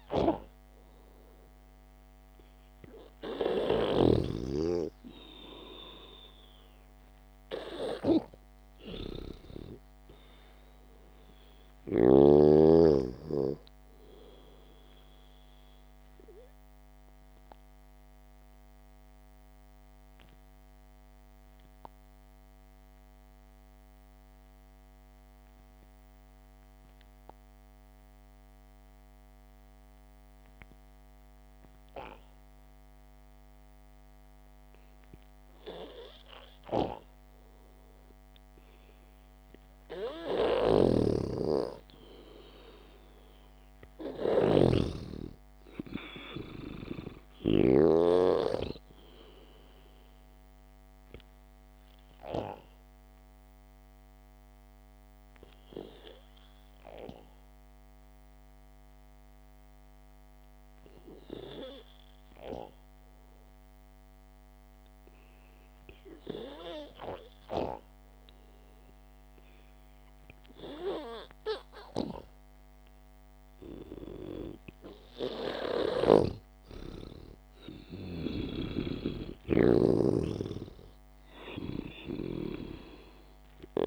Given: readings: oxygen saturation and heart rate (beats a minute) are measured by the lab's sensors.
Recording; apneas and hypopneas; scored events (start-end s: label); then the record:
breathing in sleep by a microphone on the trachea; 2
0.50-4.50 s: snoring (device-marked)
11.00-21.00 s: oxygen desaturation (device-marked, oxygen 97% before, 93% lowest, heart rate 58 before, 54 extreme)
19.00-39.00 s: obstructive apnea (oxygen 98% before, 91% lowest, heart rate 55 before, 51 extreme)
31.00-38.00 s: oxygen desaturation (device-marked, oxygen 94% before, 91% lowest, heart rate 58 before, 51 extreme)
41.00-45.50 s: arousal
41.00-48.50 s: snoring (device-marked)
52.50-67.00 s: obstructive apnea (oxygen 97% before, 91% lowest, heart rate 58 before, 54 extreme, up 5 after)
63.00-75.00 s: oxygen desaturation (device-marked, oxygen 94% before, 91% lowest, heart rate 56 before, 54 extreme)
76.50-81.00 s: arousal
79.00-83.87 s: snoring (device-marked)
From the record:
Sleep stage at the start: N2 (light sleep); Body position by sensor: on the back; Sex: male